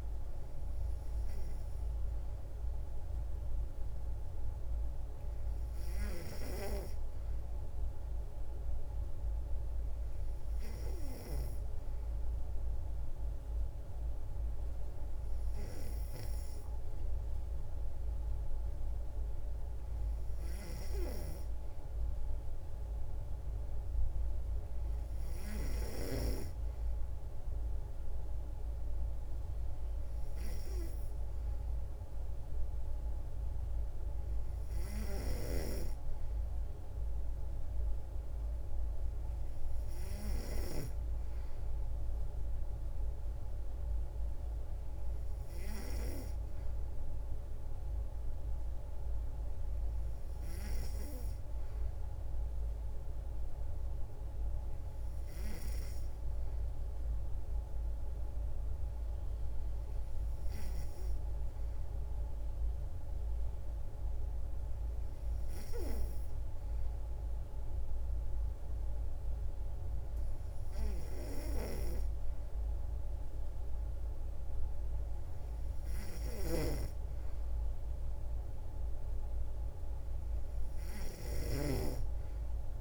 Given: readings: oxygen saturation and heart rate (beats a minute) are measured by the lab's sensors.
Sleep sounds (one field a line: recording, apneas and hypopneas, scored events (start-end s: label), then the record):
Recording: breathing in sleep by a room microphone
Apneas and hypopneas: none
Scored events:
76.00-82.00 s: snoring (device-marked)
From the record:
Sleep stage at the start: N3 (deep sleep)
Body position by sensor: on the back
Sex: female